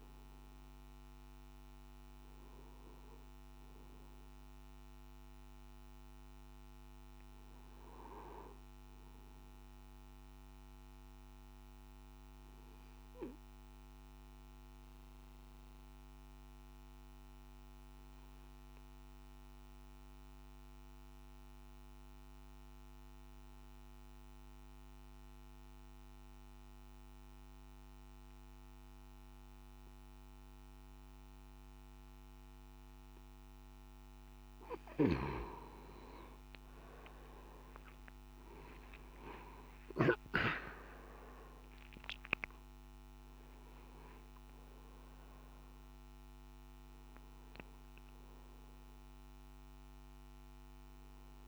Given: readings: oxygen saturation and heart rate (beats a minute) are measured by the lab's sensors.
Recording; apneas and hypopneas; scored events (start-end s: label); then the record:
breathing in sleep by a microphone on the trachea; 1
0.00-16.00 s: oxygen desaturation (device-marked, oxygen 89% lowest, heart rate 53 extreme)
10.50-34.00 s: obstructive apnea (oxygen 97% before, 89% lowest, heart rate 62 before, 53 extreme, up 14 after)
32.50-34.50 s: long interval between heartbeats (device-marked, heart rate 54 before, 60 extreme)
33.00-51.48 s: oxygen desaturation (device-marked, oxygen 98% before, 89% lowest, heart rate 55 before, 54 extreme)
From the record:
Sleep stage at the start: N3 (deep sleep); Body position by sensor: on the back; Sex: male